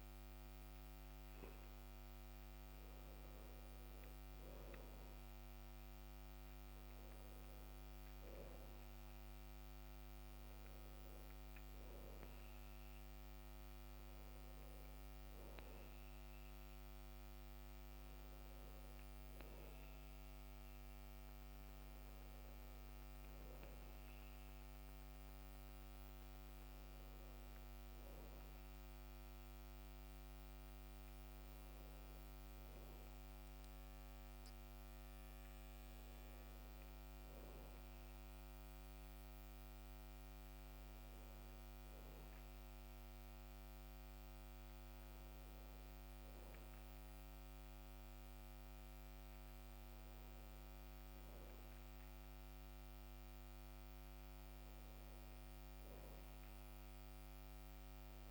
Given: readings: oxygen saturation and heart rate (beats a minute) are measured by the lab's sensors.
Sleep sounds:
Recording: breathing in sleep, hard to hear, by a microphone on the trachea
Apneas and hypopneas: none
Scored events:
none scored
From the record:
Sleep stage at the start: REM sleep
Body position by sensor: on the back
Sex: male

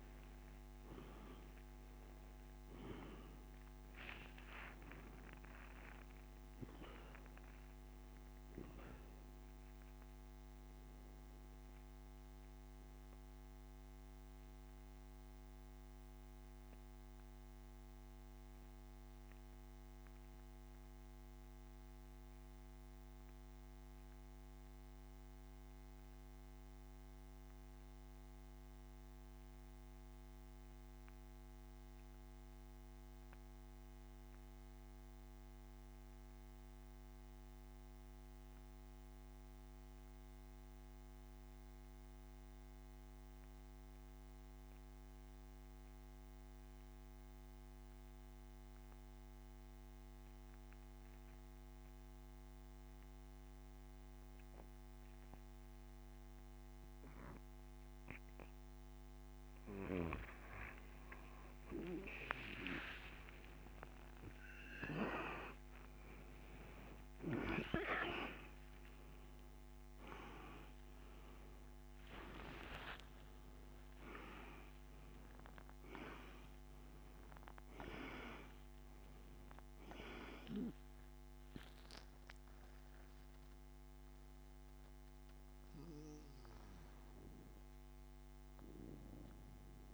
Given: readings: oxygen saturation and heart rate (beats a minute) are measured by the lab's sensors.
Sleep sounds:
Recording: breathing in sleep by a microphone on the trachea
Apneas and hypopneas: 1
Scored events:
16.00-58.50 s: mixed apnea (oxygen 97% before, 88% lowest)
30.00-33.00 s: oxygen desaturation (device-marked, oxygen 94% before, 92% lowest)
35.00-45.00 s: oxygen desaturation (device-marked, oxygen 94% before, 88% lowest)
62.50-68.50 s: arousal
83.00-89.94 s: oxygen desaturation (device-marked, oxygen 96% before, 88% lowest, heart rate 49 before, 30 extreme)
From the record:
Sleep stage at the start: N2 (light sleep)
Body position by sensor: on the back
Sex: male

